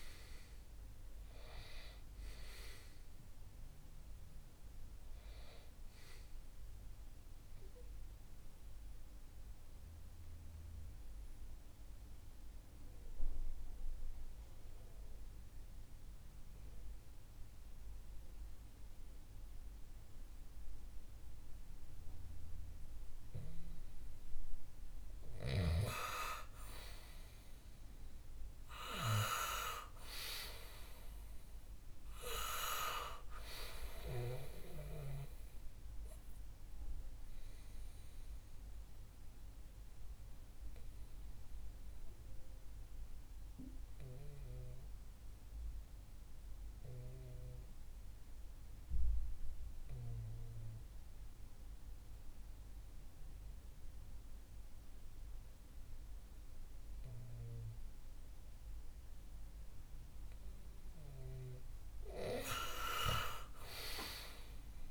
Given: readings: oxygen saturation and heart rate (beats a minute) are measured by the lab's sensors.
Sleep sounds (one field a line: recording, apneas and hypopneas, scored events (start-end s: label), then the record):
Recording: breathing in sleep by a room microphone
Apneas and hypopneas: 2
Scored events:
0.00-7.00 s: oxygen desaturation (device-marked, oxygen 93% lowest, heart rate 62 extreme)
7.00-24.00 s: mixed apnea (oxygen 97% before, 92% lowest, heart rate 74 before, 61 extreme, up 5 after)
26.00-30.00 s: arousal
33.00-51.00 s: oxygen desaturation (device-marked, oxygen 99% before, 94% lowest, heart rate 64 before, 61 extreme)
37.00-60.50 s: obstructive apnea (oxygen 99% before, 93% lowest, heart rate 65 before, 61 extreme, up 6 after)
63.50-64.91 s: arousal
From the record:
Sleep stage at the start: N2 (light sleep)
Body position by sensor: on the back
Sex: male